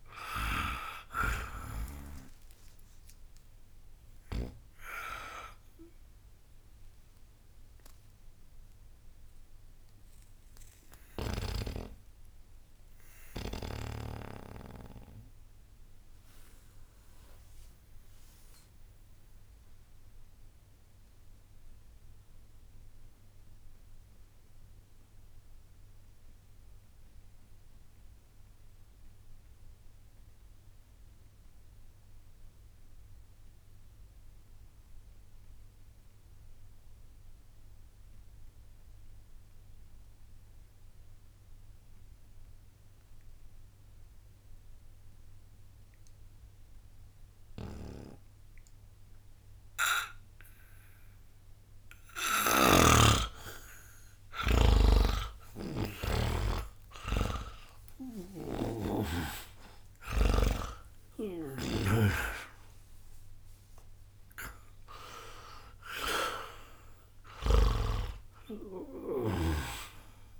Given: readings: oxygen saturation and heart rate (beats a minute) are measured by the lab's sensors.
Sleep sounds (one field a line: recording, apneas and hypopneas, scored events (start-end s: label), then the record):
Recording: breathing in sleep by a room microphone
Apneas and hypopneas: 1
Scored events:
0.00-25.50 s: oxygen desaturation (device-marked, oxygen 78% lowest, heart rate 60 extreme)
14.50-50.50 s: mixed apnea (oxygen 91% before, 78% lowest, heart rate 65 before, 60 extreme, up 49 after)
47.50-70.40 s: oxygen desaturation (device-marked, oxygen 98% before, 79% lowest, heart rate 60 before, 59 extreme)
52.00-55.50 s: snoring (device-marked)
53.00-57.50 s: arousal
57.50-61.50 s: snoring (device-marked)
From the record:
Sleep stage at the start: N2 (light sleep)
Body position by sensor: on the back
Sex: male